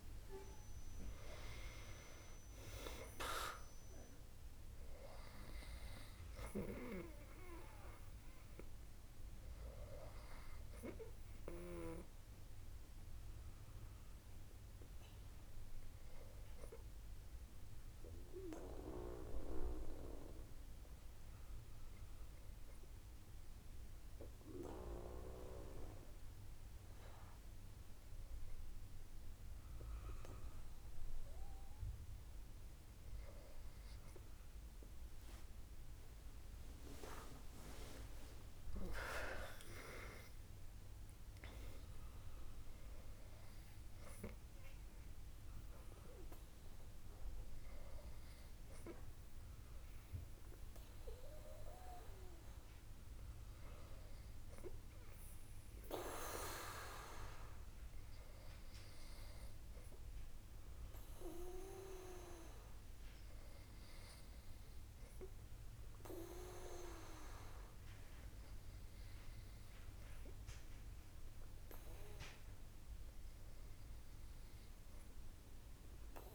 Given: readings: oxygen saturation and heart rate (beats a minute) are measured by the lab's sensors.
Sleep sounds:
breathing in sleep by a room microphone; 1
0.00-1.00 s: arousal
14.50-33.50 s: hypopnea (oxygen 98% before, 93% lowest, heart rate 67 before, 61 extreme, up 5 after)
24.50-33.50 s: oxygen desaturation (device-marked, oxygen 96% before, 93% lowest, heart rate 65 before, 61 extreme)
38.00-40.50 s: arousal
From the record:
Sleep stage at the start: N2 (light sleep); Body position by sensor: on the back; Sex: female

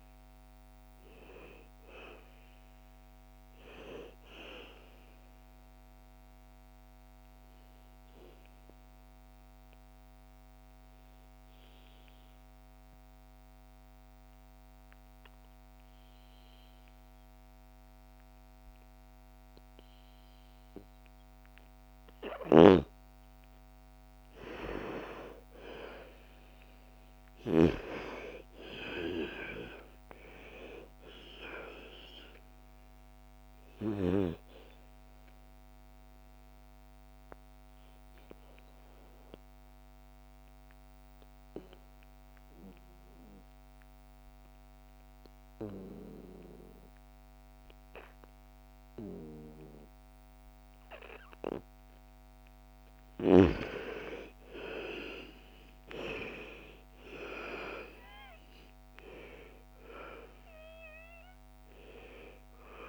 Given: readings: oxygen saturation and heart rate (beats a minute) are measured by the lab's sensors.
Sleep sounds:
breathing in sleep by a microphone on the trachea; 2
0.00-12.50 s: oxygen desaturation (device-marked, oxygen 84% lowest, heart rate 55 extreme)
5.50-21.50 s: obstructive apnea (oxygen 98% before, 85% lowest, heart rate 62 before, 55 extreme, up 11 after)
22.00-27.50 s: snoring (device-marked)
24.00-27.50 s: arousal
27.50-42.50 s: oxygen desaturation (device-marked, oxygen 98% before, 87% lowest, heart rate 56 before, 57 extreme)
33.50-52.50 s: obstructive apnea (oxygen 99% before, 81% lowest, heart rate 60 before, 54 extreme, up 13 after)
51.50-62.89 s: oxygen desaturation (device-marked, oxygen 98% before, 85% lowest, heart rate 62 before, 54 extreme)
53.50-58.00 s: arousal
From the record:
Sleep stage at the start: N2 (light sleep); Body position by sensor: on the back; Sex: female

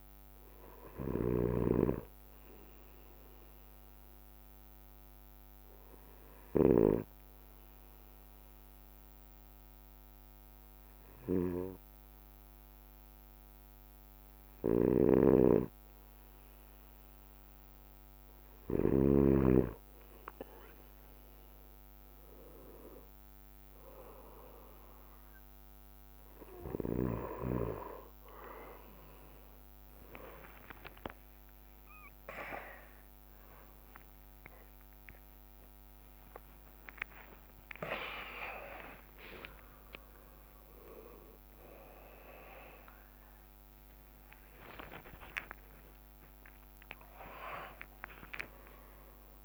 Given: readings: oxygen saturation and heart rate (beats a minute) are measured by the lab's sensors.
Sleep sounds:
a person awake in a sleep study, by a microphone on the trachea; 1
0.00-1.00 s: arousal
0.00-20.50 s: bradycardia (device-marked, heart rate 55 extreme)
1.00-7.00 s: snoring (device-marked)
5.00-17.00 s: hypopnea (oxygen 95% before, 92% lowest, heart rate 57 before, 55 extreme, up 5 after)
14.50-19.50 s: snoring (device-marked)
20.50-49.45 s: new sleep stage, awake
22.50-24.50 s: drop in pulse transit time (device-marked, heart rate 56 before, 59 extreme)
23.50-30.50 s: bradycardia (device-marked, heart rate 58 before, 58 extreme)
36.50-49.45 s: drop in pulse transit time (device-marked, heart rate 59 before, 48 extreme)
38.00-40.00 s: long interval between heartbeats (device-marked, heart rate 59 before, 70 extreme)
40.50-42.50 s: long interval between heartbeats (device-marked, heart rate 61 before, 73 extreme)
41.50-49.45 s: bradycardia (device-marked)
48.00-49.45 s: long interval between heartbeats (device-marked, heart rate 63 before, 57 extreme)
From the record:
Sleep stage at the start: N2 (light sleep); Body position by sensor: on the right side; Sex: male

